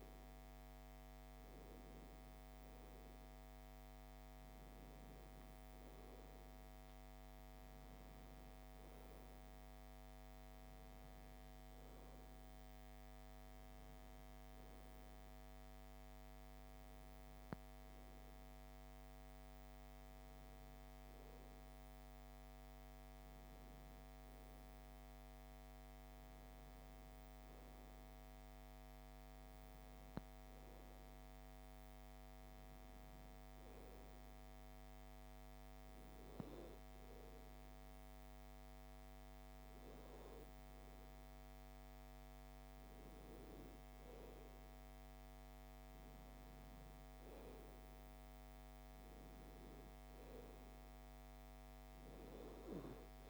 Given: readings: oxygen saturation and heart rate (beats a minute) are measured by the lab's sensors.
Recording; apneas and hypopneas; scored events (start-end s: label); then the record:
breathing in sleep, hard to hear, by a microphone on the trachea; none
none scored
From the record:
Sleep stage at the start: N2 (light sleep); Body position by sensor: on the back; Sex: female